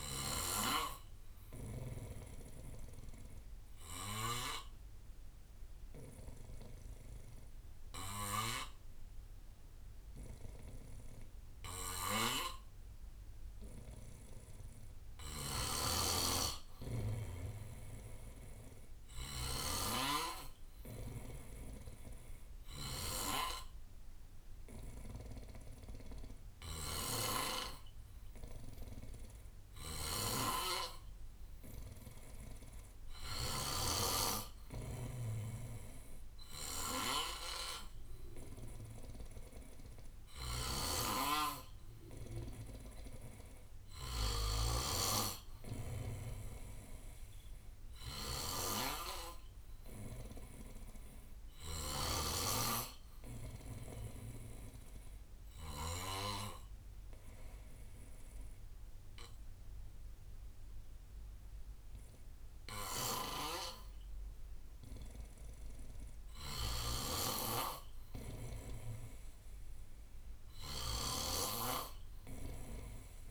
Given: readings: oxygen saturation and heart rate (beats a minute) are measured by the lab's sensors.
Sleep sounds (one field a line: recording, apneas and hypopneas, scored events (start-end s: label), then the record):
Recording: breathing in sleep by a room microphone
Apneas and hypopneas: 2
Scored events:
0.00-11.00 s: bradycardia (device-marked, heart rate 57 extreme)
0.00-12.00 s: oxygen desaturation (device-marked, oxygen 93% lowest, heart rate 57 extreme)
2.50-14.50 s: obstructive apnea (oxygen 100% before, 91% lowest, heart rate 61 before, 58 extreme, up 3 after)
15.00-33.50 s: snoring (device-marked)
17.00-21.00 s: arousal
20.00-32.00 s: oxygen desaturation (device-marked, oxygen 97% before, 91% lowest, heart rate 59 before, 60 extreme)
37.00-47.00 s: drop in pulse transit time (device-marked, heart rate 61 before, 63 extreme)
40.00-56.00 s: snoring (device-marked)
47.50-51.50 s: arousal
54.00-66.00 s: obstructive apnea (oxygen 93% before, 88% lowest, heart rate 63 before, 58 extreme)
66.50-71.50 s: snoring (device-marked)
68.50-71.50 s: arousal
From the record:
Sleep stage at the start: N2 (light sleep)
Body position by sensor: on the back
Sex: male